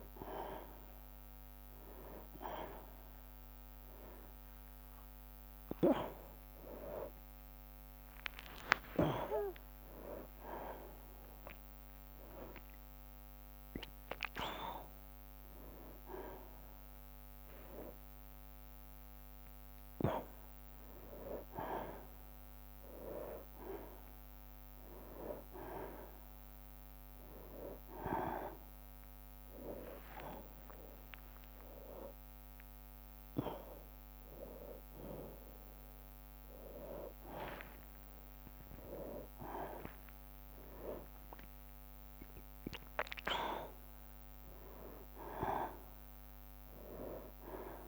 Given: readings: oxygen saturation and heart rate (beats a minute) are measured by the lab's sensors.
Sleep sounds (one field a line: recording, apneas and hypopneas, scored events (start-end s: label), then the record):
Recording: a person awake in a sleep study, by a microphone on the trachea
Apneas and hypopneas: none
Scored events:
0.00-9.00 s: tachycardia (device-marked, heart rate 160 extreme)
4.00-14.00 s: drop in pulse transit time (device-marked, heart rate 97 before, 88 extreme)
7.00-9.00 s: long interval between heartbeats (device-marked, heart rate 99 before, 147 extreme)
14.50-16.50 s: long interval between heartbeats (device-marked, heart rate 109 before, 74 extreme)
25.50-27.50 s: long interval between heartbeats (device-marked, heart rate 98 before, 71 extreme)
34.00-36.00 s: long interval between heartbeats (device-marked, heart rate 72 before, 66 extreme)
42.50-44.50 s: long interval between heartbeats (device-marked, heart rate 70 before, 76 extreme)
45.00-47.87 s: drop in pulse transit time (device-marked, heart rate 72 before, 73 extreme)
From the record:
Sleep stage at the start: awake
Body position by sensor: on the back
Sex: male